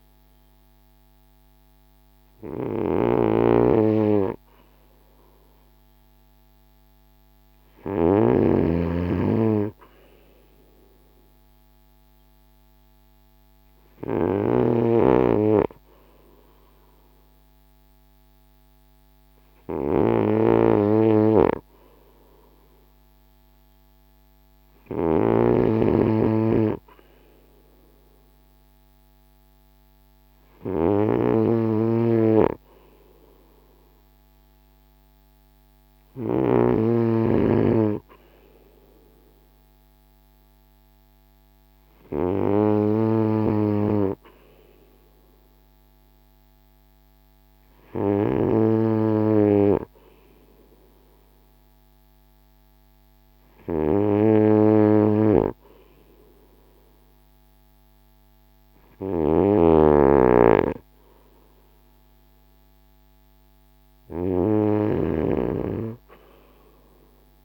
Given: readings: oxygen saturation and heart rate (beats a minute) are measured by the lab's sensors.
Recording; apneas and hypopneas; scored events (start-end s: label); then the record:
breathing in sleep by a microphone on the trachea; none
2.50-8.00 s: snoring (device-marked)
14.00-36.50 s: snoring (device-marked)
58.50-67.45 s: snoring (device-marked)
From the record:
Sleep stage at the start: N2 (light sleep); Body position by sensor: on the front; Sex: male